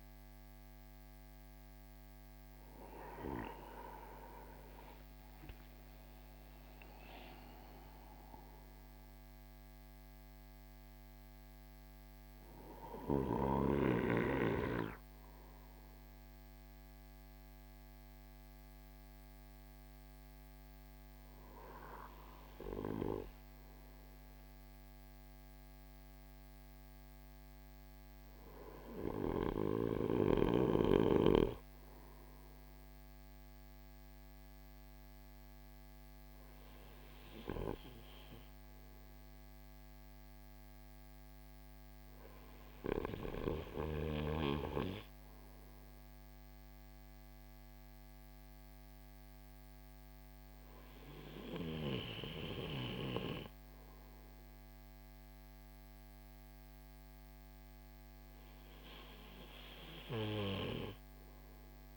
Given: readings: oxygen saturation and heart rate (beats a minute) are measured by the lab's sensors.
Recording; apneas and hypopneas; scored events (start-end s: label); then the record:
breathing in sleep by a microphone on the trachea; none
2.00-61.97 s: new sleep stage, N2 (light sleep)
From the record:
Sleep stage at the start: N1 (lightest sleep); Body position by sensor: on the right side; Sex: male